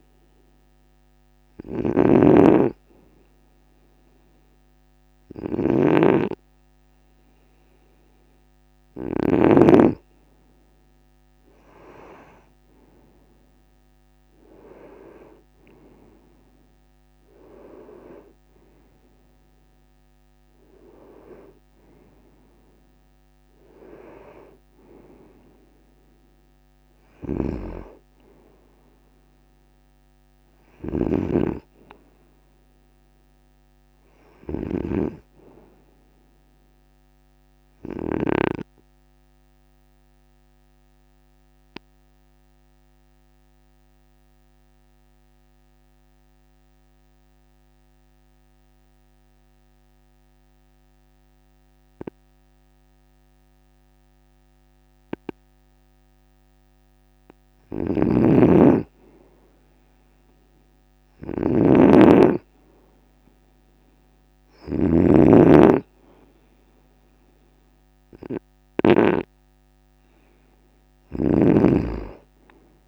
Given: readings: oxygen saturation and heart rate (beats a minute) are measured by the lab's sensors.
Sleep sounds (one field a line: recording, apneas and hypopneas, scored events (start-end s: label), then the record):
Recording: breathing in sleep by a microphone on the trachea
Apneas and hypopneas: 1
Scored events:
0.00-1.50 s: arousal
0.00-9.00 s: snoring (device-marked)
26.50-38.00 s: snoring (device-marked)
31.50-35.50 s: arousal
39.00-56.00 s: obstructive apnea (oxygen 98% before, 95% lowest, heart rate 54 before, 51 extreme, up 1 after)
57.00-68.50 s: snoring (device-marked)
58.00-61.50 s: arousal
From the record:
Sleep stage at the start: N2 (light sleep)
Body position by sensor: on the right side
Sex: male